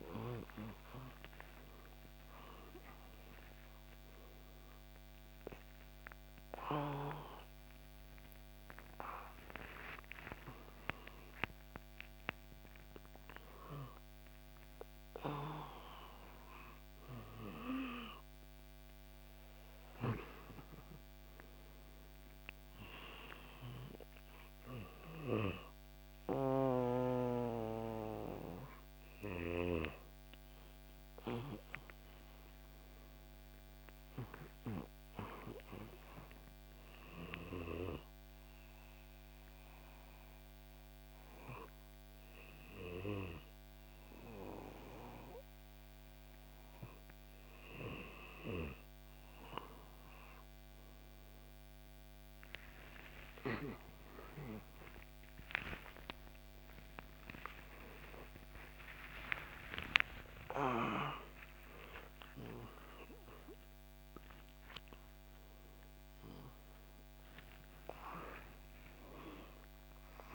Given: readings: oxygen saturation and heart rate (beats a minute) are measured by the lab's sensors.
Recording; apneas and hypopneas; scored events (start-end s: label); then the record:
a person awake in a sleep study, by a microphone on the trachea; none
none scored
From the record:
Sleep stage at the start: awake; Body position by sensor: on the back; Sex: male